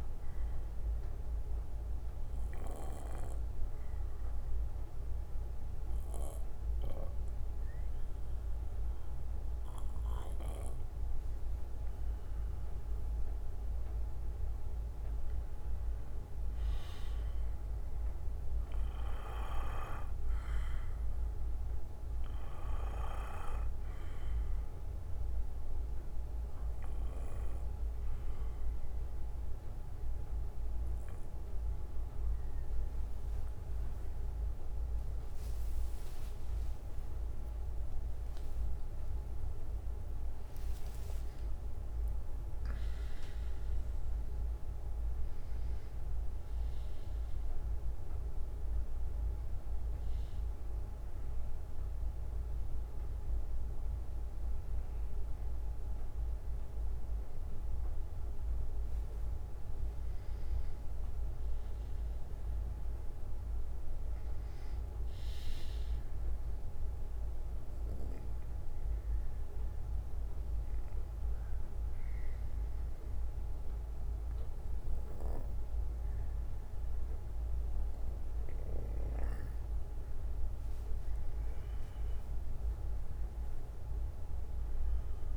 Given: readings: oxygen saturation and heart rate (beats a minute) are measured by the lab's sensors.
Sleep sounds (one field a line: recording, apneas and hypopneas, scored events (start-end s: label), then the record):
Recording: breathing in sleep, hard to hear, by a room microphone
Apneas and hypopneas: 3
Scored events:
0.00-9.00 s: bradycardia (device-marked, heart rate 49 extreme)
1.00-12.00 s: obstructive apnea (oxygen 97% before, 92% lowest, heart rate 58 before, 50 extreme, up 12 after)
14.50-18.00 s: arousal
17.00-19.00 s: bradycardia (device-marked, heart rate 60 before, 61 extreme)
20.00-33.00 s: bradycardia (device-marked, heart rate 60 before, 50 extreme)
25.00-35.50 s: obstructive apnea (oxygen 96% before, 92% lowest, heart rate 60 before, 50 extreme, up 21 after)
33.00-44.00 s: oxygen desaturation (device-marked, oxygen 95% before, 92% lowest, heart rate 60 before, 55 extreme)
37.50-42.50 s: arousal
49.00-51.00 s: bradycardia (device-marked, heart rate 60 before, 64 extreme)
53.00-59.00 s: bradycardia (device-marked, heart rate 60 before, 56 extreme)
62.50-66.00 s: arousal
64.00-78.00 s: bradycardia (device-marked, heart rate 60 before, 57 extreme)
70.00-81.00 s: obstructive apnea (oxygen 96% before, 92% lowest, heart rate 60 before, 52 extreme, up 12 after)
84.00-85.37 s: arousal
From the record:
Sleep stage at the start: N2 (light sleep)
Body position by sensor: on the back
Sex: male